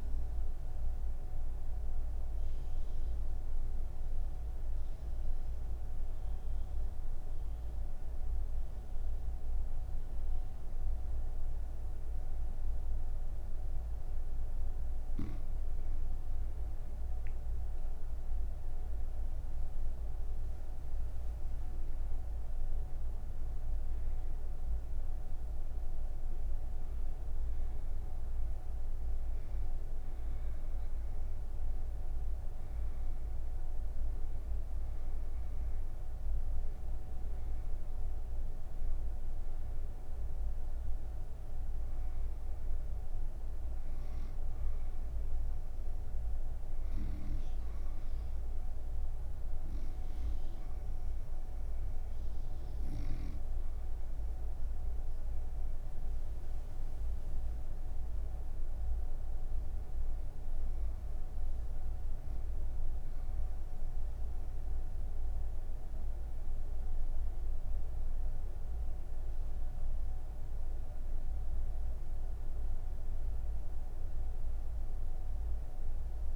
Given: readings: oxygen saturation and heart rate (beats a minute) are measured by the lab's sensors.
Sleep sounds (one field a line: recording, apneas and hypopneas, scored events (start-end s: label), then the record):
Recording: breathing in sleep, hard to hear, by a room microphone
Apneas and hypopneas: none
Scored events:
44.00-63.00 s: oxygen desaturation (device-marked, oxygen 96% before, 90% lowest)
From the record:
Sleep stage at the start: N3 (deep sleep)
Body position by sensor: on the right side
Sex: female